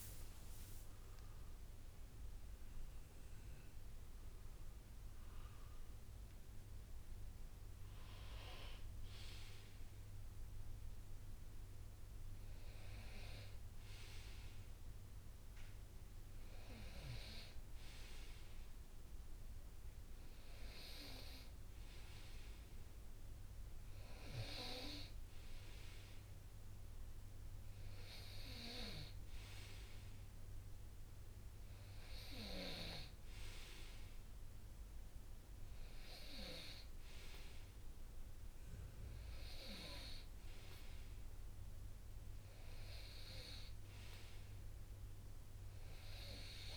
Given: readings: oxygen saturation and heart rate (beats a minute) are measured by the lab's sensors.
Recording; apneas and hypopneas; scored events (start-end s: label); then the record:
breathing in sleep by a room microphone; none
0.00-2.00 s: long interval between heartbeats (device-marked, heart rate 96 before, 150 extreme)
0.00-3.00 s: tachycardia (device-marked, heart rate 163 extreme)
From the record:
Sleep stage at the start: N2 (light sleep); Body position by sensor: on the right side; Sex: male